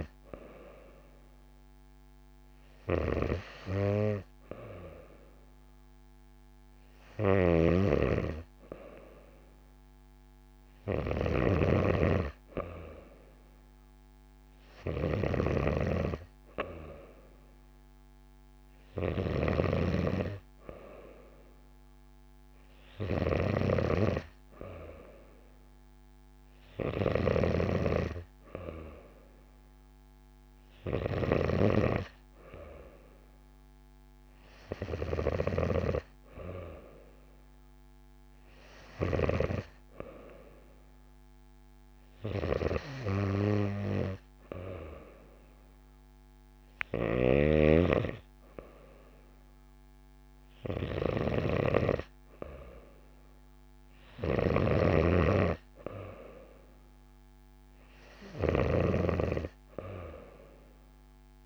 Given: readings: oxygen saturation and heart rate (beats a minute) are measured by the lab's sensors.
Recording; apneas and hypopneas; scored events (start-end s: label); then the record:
breathing in sleep by a microphone on the trachea; none
7.00-35.00 s: snoring (device-marked)
42.00-61.46 s: snoring (device-marked)
From the record:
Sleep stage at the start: N2 (light sleep); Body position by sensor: on the back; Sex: female